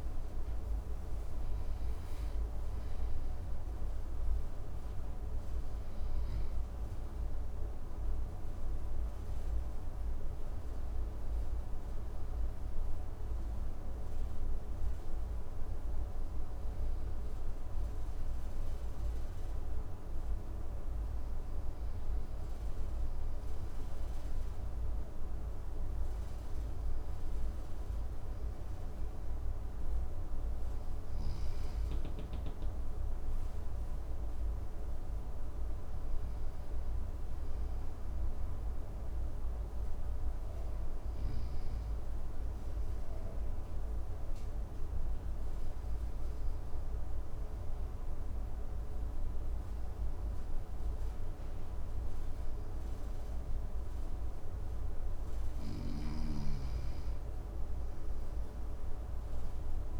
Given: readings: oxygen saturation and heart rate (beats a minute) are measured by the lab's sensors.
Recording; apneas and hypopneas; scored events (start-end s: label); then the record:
breathing in sleep, hard to hear, by a room microphone; 1
0.00-7.00 s: oxygen desaturation (device-marked, oxygen 91% lowest, heart rate 54 extreme)
26.00-60.00 s: new sleep stage, N2 (light sleep)
32.00-52.00 s: oxygen desaturation (device-marked, oxygen 100% before, 96% lowest, heart rate 56 before, 53 extreme)
42.50-54.50 s: obstructive apnea (oxygen 100% before, 94% lowest, heart rate 56 before, 53 extreme, up 4 after)
56.50-60.00 s: arousal
From the record:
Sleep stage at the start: N1 (lightest sleep); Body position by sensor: on the front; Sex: male